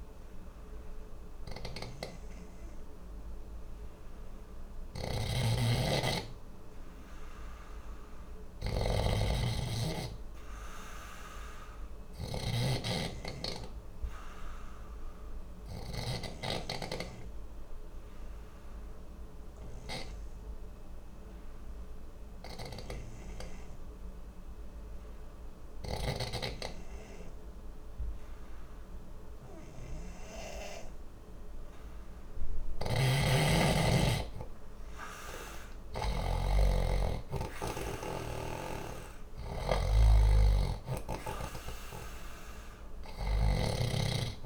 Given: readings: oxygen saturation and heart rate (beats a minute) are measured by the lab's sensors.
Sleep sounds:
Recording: breathing in sleep by a room microphone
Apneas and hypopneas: 1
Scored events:
4.50-16.00 s: snoring (device-marked)
14.50-32.00 s: obstructive apnea (oxygen 95% before, 91% lowest, heart rate 60 before, 60 extreme, up 10 after)
32.50-36.00 s: snoring (device-marked)
34.50-38.50 s: arousal
38.00-44.46 s: snoring (device-marked)
From the record:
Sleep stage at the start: N2 (light sleep)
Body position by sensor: on the left side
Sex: male

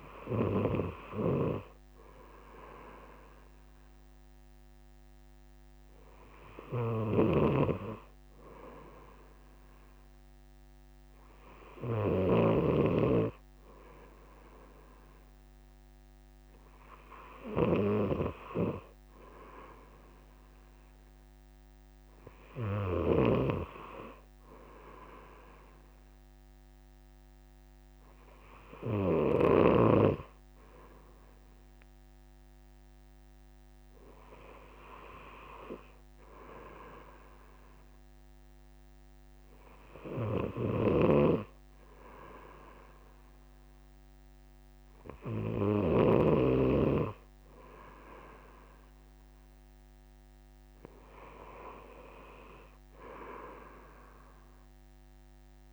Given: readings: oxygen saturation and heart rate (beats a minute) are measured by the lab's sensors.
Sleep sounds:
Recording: breathing in sleep by a microphone on the trachea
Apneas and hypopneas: none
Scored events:
0.00-29.50 s: snoring (device-marked)
40.00-46.00 s: snoring (device-marked)
From the record:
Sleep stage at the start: N2 (light sleep)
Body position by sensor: on the right side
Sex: male

